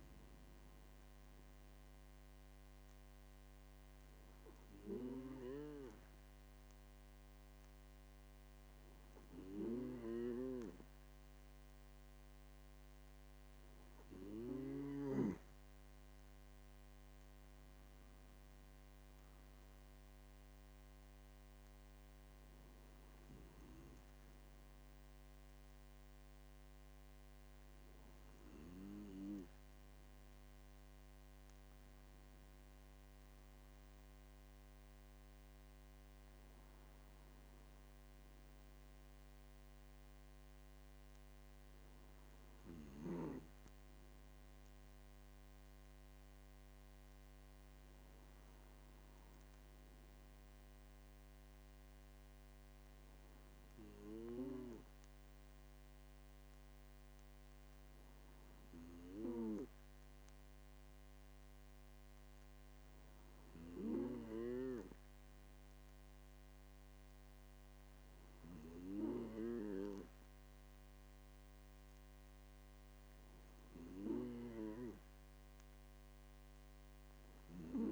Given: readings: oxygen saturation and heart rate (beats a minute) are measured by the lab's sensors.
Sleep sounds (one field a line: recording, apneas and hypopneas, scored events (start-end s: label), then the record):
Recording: a person awake in a sleep study, by a microphone on the trachea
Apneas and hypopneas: none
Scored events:
9.50-15.00 s: snoring (device-marked)
From the record:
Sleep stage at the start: awake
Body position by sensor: on the left side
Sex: male